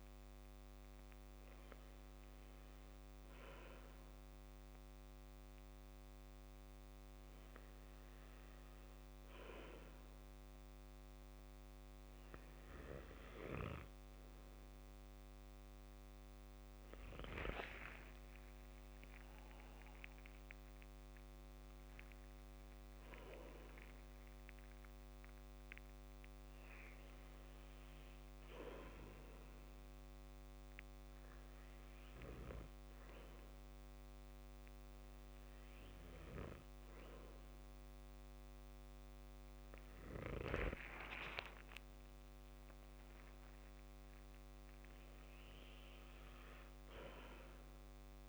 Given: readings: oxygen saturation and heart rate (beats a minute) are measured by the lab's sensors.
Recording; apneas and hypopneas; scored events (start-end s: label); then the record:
breathing in sleep by a microphone on the trachea; 1
17.50-21.50 s: arousal
18.00-20.00 s: long interval between heartbeats (device-marked, heart rate 65 before, 80 extreme)
27.00-39.00 s: hypopnea (oxygen 94% before, 93% lowest, heart rate 71 before, 61 extreme, up 13 after)
41.50-45.50 s: arousal
From the record:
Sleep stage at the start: N2 (light sleep); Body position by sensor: on the back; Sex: male